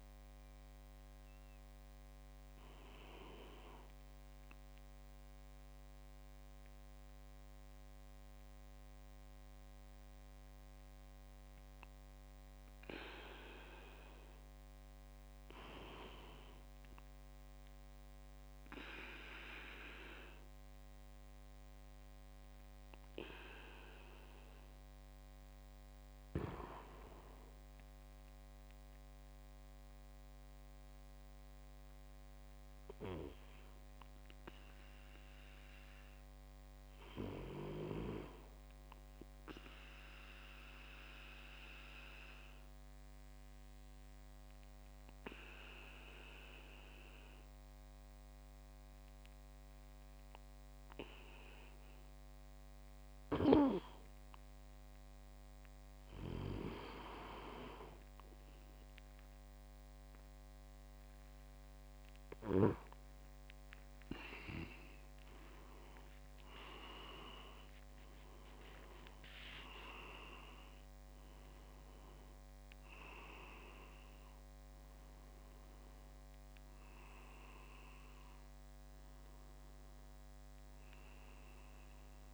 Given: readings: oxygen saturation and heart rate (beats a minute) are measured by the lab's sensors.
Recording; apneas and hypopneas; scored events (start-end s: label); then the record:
breathing in sleep by a microphone on the trachea; 2
0.00-1.50 s: arousal
4.50-15.50 s: mixed apnea (oxygen 97% before, 90% lowest)
19.50-23.00 s: arousal
39.50-53.00 s: obstructive apnea (oxygen 97% before, 90% lowest)
61.50-82.34 s: oxygen desaturation (device-marked, oxygen 96% before, 90% lowest)
64.00-69.00 s: arousal
64.50-71.00 s: leg movement (device-marked)
From the record:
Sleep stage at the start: N2 (light sleep); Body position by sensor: on the back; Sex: male